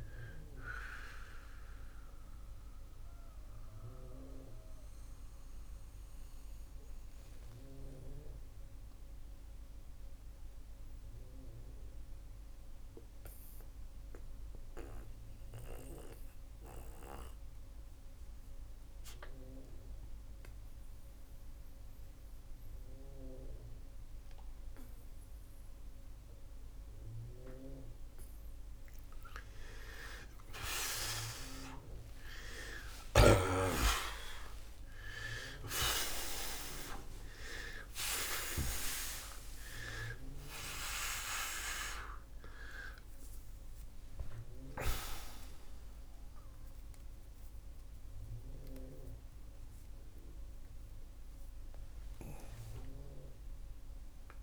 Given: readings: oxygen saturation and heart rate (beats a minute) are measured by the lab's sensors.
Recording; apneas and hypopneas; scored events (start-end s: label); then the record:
breathing in sleep by a room microphone; 1
1.50-28.50 s: mixed apnea (oxygen 96% before, 83% lowest)
5.00-27.00 s: oxygen desaturation (device-marked, oxygen 93% before, 83% lowest)
30.50-34.00 s: arousal
33.00-38.50 s: snoring (device-marked)
35.00-54.43 s: new sleep stage, N1 (lightest sleep)
From the record:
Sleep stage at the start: N2 (light sleep); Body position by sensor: on the back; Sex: male